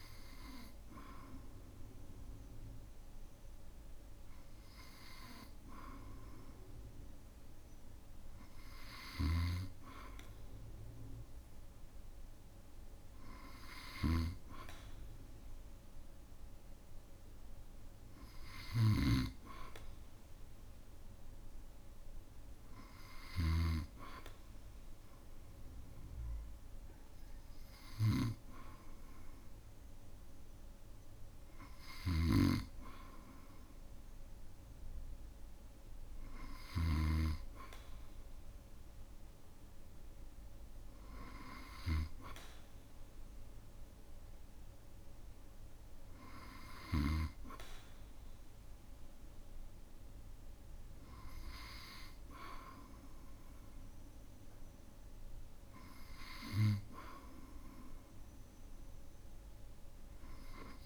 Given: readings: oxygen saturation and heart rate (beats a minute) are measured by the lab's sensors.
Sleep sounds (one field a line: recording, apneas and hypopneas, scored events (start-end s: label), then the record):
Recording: breathing in sleep by a room microphone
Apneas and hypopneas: none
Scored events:
9.00-23.50 s: snoring (device-marked)
32.00-37.00 s: snoring (device-marked)
From the record:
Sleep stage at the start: N2 (light sleep)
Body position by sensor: on the back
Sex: male